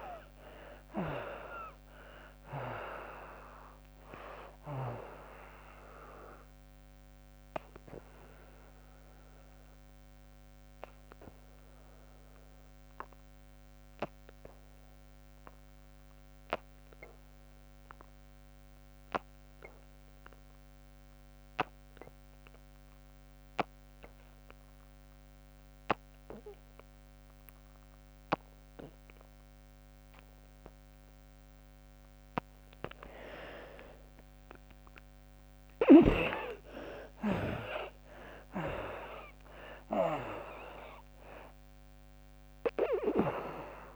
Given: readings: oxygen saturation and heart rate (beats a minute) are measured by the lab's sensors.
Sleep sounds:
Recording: breathing in sleep by a microphone on the trachea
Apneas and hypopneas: 1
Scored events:
0.00-22.00 s: oxygen desaturation (device-marked, oxygen 71% lowest, heart rate 59 extreme)
6.00-30.50 s: obstructive apnea (oxygen 98% before, 71% lowest, heart rate 80 before, 65 extreme, up 55 after)
27.00-43.96 s: oxygen desaturation (device-marked, oxygen 98% before, 73% lowest, heart rate 72 before, 63 extreme)
31.00-43.96 s: new sleep stage, REM sleep
33.50-39.00 s: arousal
From the record:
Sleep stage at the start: N2 (light sleep)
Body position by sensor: on the back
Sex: female

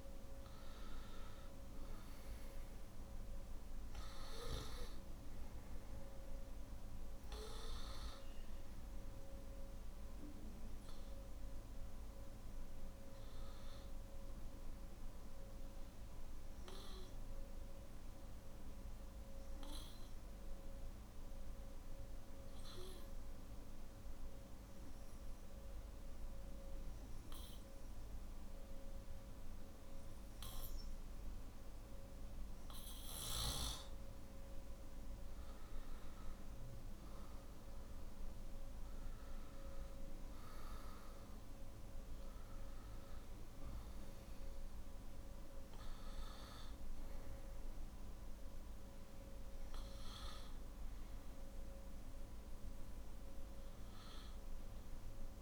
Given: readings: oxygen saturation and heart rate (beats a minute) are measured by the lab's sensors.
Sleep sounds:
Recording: breathing in sleep, hard to hear, by a room microphone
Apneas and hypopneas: 1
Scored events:
0.00-21.00 s: oxygen desaturation (device-marked, oxygen 91% lowest, heart rate 51 extreme)
15.50-34.50 s: obstructive apnea (oxygen 98% before, 91% lowest, heart rate 56 before, 51 extreme, up 8 after)
35.00-51.00 s: oxygen desaturation (device-marked, oxygen 98% before, 92% lowest, heart rate 53 before, 49 extreme)
From the record:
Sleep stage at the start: N2 (light sleep)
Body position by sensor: on the back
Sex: male

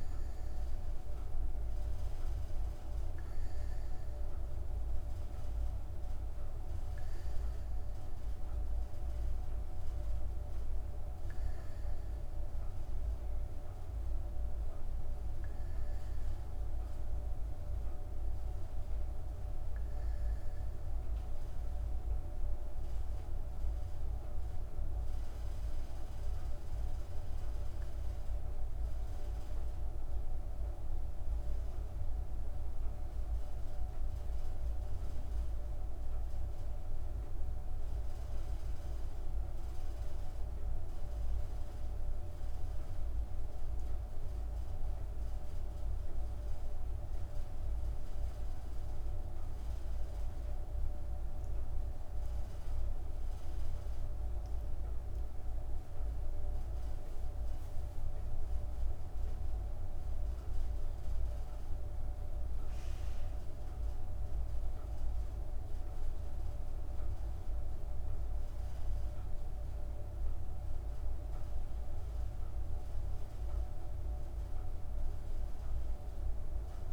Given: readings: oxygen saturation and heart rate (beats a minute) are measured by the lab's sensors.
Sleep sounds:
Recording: breathing in sleep, hard to hear, by a room microphone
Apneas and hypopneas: 1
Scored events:
0.50-24.00 s: hypopnea (oxygen 96% before, 94% lowest)
25.00-29.00 s: arousal
From the record:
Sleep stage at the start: N2 (light sleep)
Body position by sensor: on the back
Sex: female

